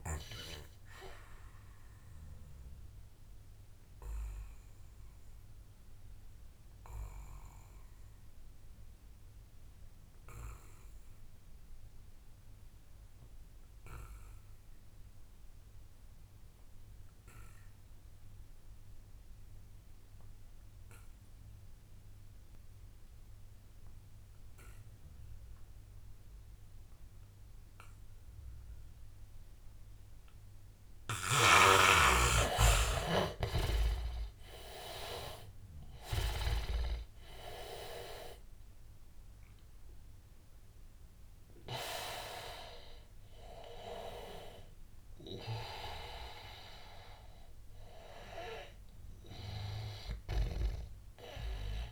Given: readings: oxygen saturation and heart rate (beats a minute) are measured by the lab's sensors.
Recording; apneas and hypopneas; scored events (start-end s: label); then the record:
breathing in sleep by a room microphone; 1
0.00-15.50 s: oxygen desaturation (device-marked, oxygen 75% lowest, heart rate 74 extreme)
0.50-31.50 s: obstructive apnea (oxygen 99% before, 74% lowest, heart rate 83 before, 74 extreme, up 9 after)
26.50-51.91 s: oxygen desaturation (device-marked, oxygen 100% before, 74% lowest, heart rate 82 before, 77 extreme)
33.50-39.00 s: arousal
From the record:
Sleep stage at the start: N2 (light sleep); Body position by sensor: on the back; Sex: male